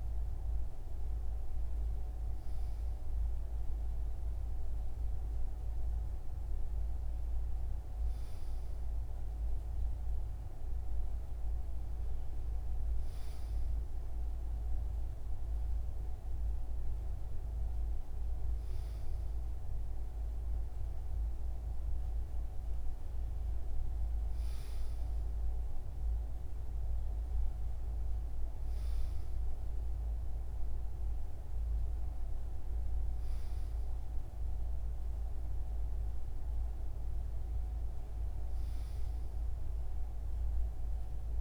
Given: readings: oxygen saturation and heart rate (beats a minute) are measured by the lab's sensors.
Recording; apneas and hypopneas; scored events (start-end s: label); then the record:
breathing in sleep, hard to hear, by a room microphone; none
none scored
From the record:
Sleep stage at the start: N2 (light sleep); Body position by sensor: on the right side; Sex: male